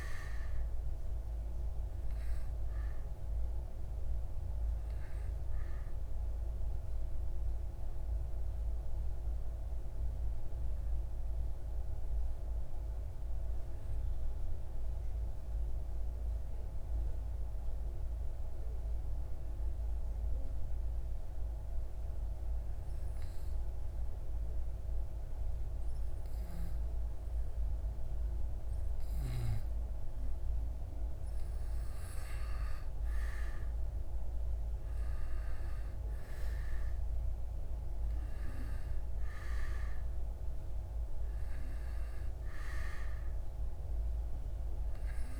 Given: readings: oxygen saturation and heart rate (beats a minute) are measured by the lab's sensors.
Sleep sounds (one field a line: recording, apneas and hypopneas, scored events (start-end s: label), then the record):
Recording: breathing in sleep, hard to hear, by a room microphone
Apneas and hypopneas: 1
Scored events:
0.00-11.00 s: oxygen desaturation (device-marked, oxygen 92% lowest)
1.50-29.00 s: obstructive apnea (oxygen 96% before, 92% lowest)
30.50-34.00 s: arousal
From the record:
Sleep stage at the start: N2 (light sleep)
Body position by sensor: on the back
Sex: male